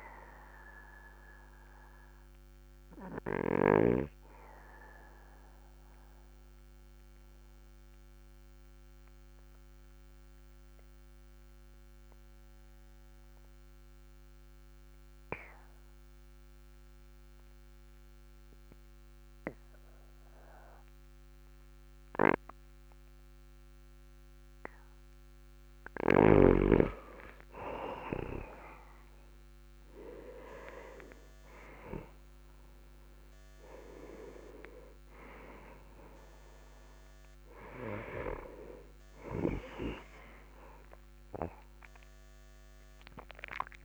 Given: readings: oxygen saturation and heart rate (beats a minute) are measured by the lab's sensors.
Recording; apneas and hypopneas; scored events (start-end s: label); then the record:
breathing in sleep by a microphone on the trachea; 1
1.00-25.00 s: obstructive apnea (oxygen 99% before, 94% lowest, heart rate 48 before, 39 extreme, up 3 after)
5.00-18.00 s: oxygen desaturation (device-marked, oxygen 98% before, 94% lowest, heart rate 45 before, 39 extreme)
28.00-32.50 s: arousal
From the record:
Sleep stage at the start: N2 (light sleep); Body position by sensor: on the back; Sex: male